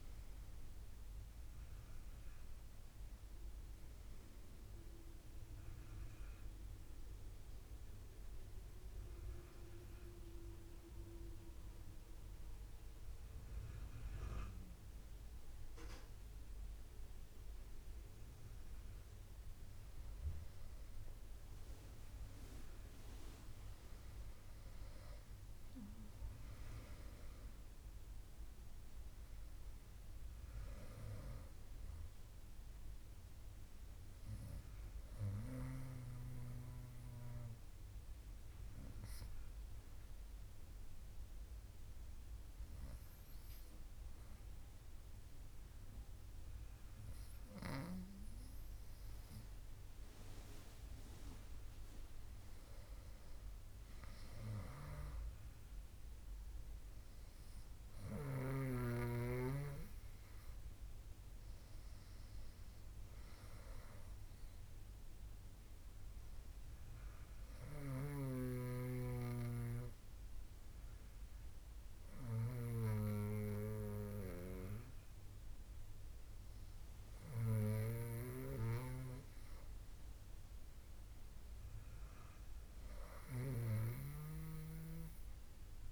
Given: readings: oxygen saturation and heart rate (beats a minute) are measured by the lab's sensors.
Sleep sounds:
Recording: breathing in sleep by a room microphone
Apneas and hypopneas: 3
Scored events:
0.00-2.50 s: arousal
8.00-20.00 s: obstructive apnea (oxygen 98% before, 94% lowest, heart rate 73 before, 67 extreme, up 9 after)
16.50-85.92 s: new sleep stage, N2 (light sleep)
21.00-25.00 s: arousal
26.50-44.50 s: oxygen desaturation (device-marked, oxygen 97% before, 94% lowest, heart rate 70 before, 67 extreme)
36.50-49.00 s: obstructive apnea (oxygen 97% before, 94% lowest, heart rate 71 before, 68 extreme, up 6 after)
51.00-54.50 s: arousal
67.50-78.50 s: hypopnea (oxygen 97% before, 94% lowest, heart rate 71 before, 69 extreme, up 5 after)
80.00-83.00 s: arousal
From the record:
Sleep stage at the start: N1 (lightest sleep)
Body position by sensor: on the back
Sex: female

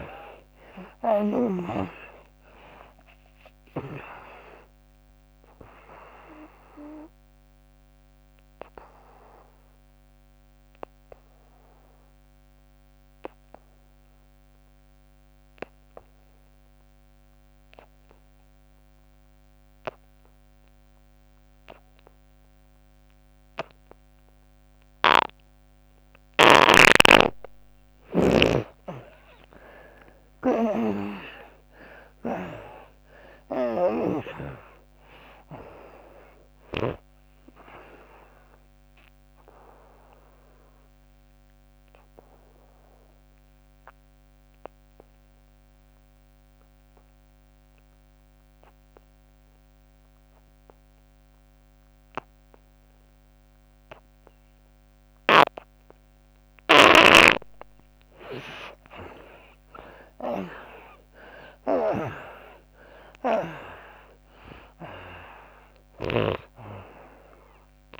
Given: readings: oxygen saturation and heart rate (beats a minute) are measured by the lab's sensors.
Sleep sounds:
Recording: breathing in sleep by a microphone on the trachea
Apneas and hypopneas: 2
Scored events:
0.00-1.50 s: snoring (device-marked)
0.00-19.50 s: oxygen desaturation (device-marked, oxygen 76% lowest, heart rate 66 extreme)
4.50-27.00 s: obstructive apnea (oxygen 96% before, 76% lowest, heart rate 84 before, 66 extreme, up 41 after)
29.50-32.50 s: arousal
29.50-54.50 s: oxygen desaturation (device-marked, oxygen 97% before, 76% lowest, heart rate 72 before, 68 extreme)
33.50-37.00 s: snoring (device-marked)
39.50-57.50 s: obstructive apnea (oxygen 97% before, 71% lowest, heart rate 86 before, 68 extreme, up 40 after)
60.00-63.00 s: arousal
63.50-68.00 s: oxygen desaturation (device-marked, oxygen 97% before, 76% lowest, heart rate 78 before, 65 extreme)
From the record:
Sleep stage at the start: N2 (light sleep)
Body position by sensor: on the back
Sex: female

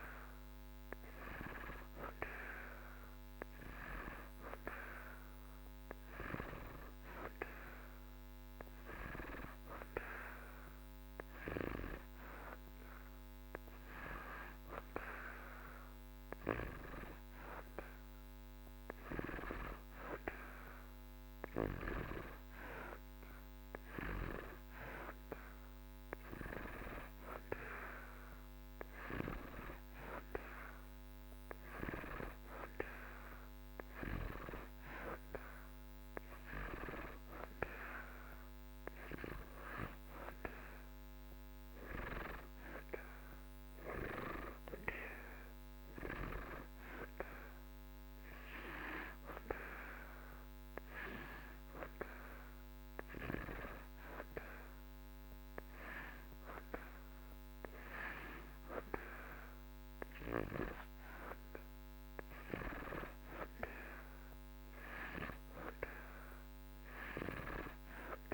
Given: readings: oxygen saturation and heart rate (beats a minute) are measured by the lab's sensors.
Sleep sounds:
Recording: breathing in sleep by a microphone on the trachea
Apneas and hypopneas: none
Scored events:
none scored
From the record:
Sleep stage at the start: N2 (light sleep)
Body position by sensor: on the back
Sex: male

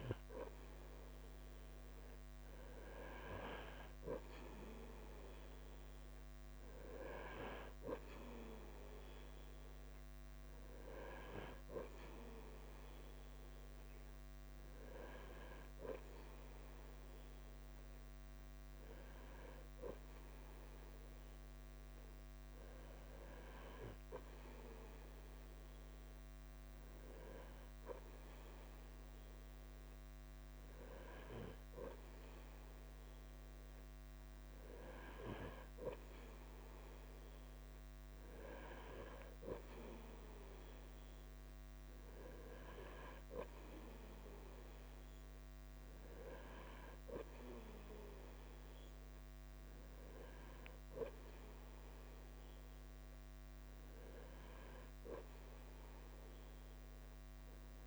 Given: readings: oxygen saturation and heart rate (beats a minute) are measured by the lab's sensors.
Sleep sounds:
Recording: breathing in sleep by a microphone on the trachea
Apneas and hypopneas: none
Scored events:
0.00-57.87 s: bradycardia (device-marked, heart rate 40 extreme)
From the record:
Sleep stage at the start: N3 (deep sleep)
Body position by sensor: on the front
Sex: male

